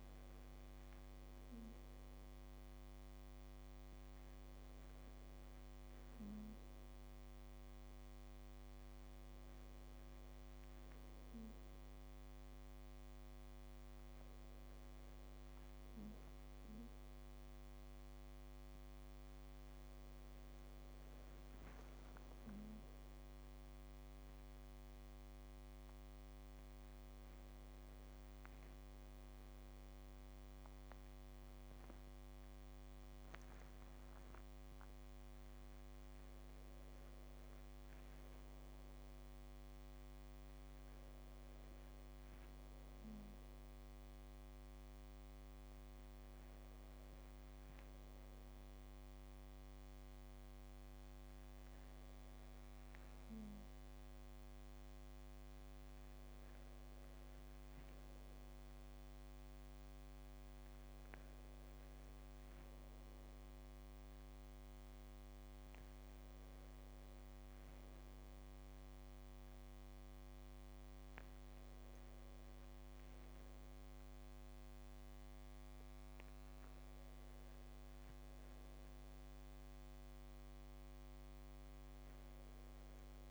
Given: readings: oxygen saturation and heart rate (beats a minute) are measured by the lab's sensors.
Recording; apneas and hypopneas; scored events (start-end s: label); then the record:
a person awake in a sleep study, hard to hear, by a microphone on the trachea; none
none scored
From the record:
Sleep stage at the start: awake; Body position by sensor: on the back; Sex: female